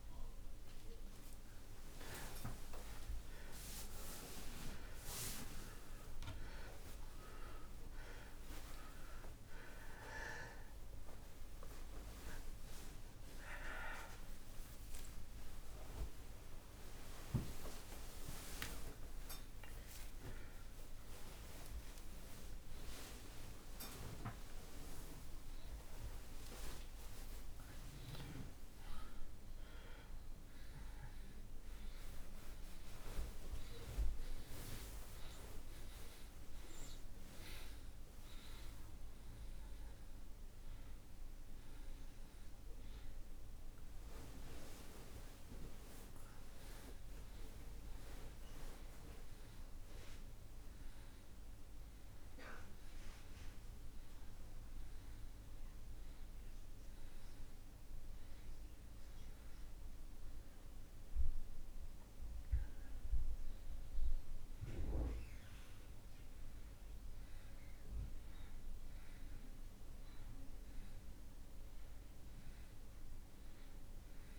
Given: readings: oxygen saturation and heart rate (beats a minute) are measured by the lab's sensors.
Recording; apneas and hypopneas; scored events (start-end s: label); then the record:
a person awake in a sleep study, by a room microphone; none
37.50-61.50 s: oxygen desaturation (device-marked, oxygen 96% before, 86% lowest)
47.50-74.39 s: new sleep stage, N2 (light sleep)
69.50-74.39 s: oxygen desaturation (device-marked, oxygen 94% before, 89% lowest)
From the record:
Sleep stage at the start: awake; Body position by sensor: on the back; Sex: male